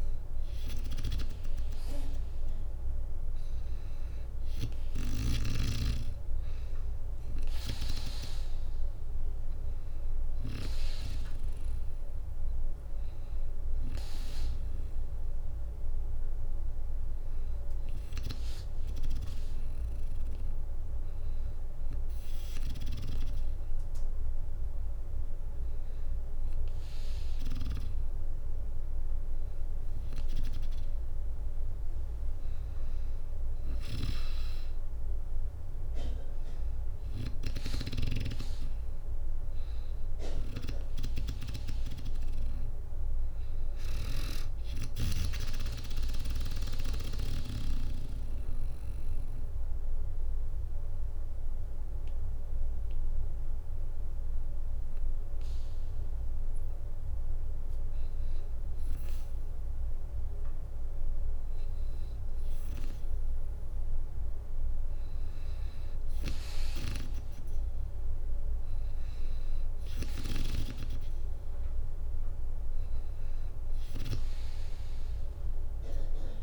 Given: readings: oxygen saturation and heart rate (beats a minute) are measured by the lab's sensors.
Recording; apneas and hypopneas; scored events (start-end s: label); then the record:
breathing in sleep by a room microphone; 1
4.50-15.50 s: drop in pulse transit time (device-marked, heart rate 64 before, 63 extreme)
5.00-7.50 s: arousal
7.50-16.50 s: oxygen desaturation (device-marked, oxygen 96% before, 93% lowest, heart rate 64 before, 61 extreme)
33.00-36.50 s: arousal
37.00-46.50 s: snoring (device-marked)
44.50-56.00 s: obstructive apnea (oxygen 97% before, 94% lowest, heart rate 64 before, 61 extreme, up 2 after)
46.50-58.50 s: drop in pulse transit time (device-marked, heart rate 64 before, 61 extreme)
60.50-63.50 s: arousal
From the record:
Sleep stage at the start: N2 (light sleep); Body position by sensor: on the back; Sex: female